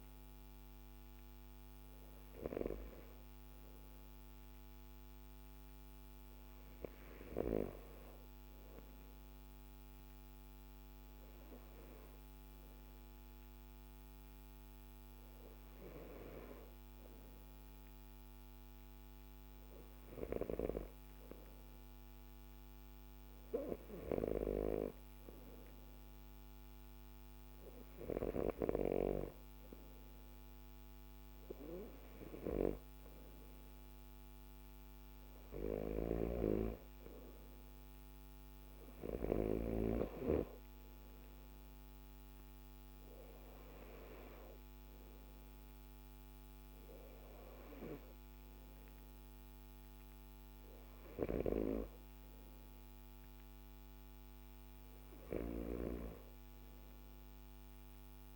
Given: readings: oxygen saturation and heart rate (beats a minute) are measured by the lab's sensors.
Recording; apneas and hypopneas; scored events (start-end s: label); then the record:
breathing in sleep by a microphone on the trachea; none
none scored
From the record:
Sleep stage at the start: N2 (light sleep); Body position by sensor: on the left side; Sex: male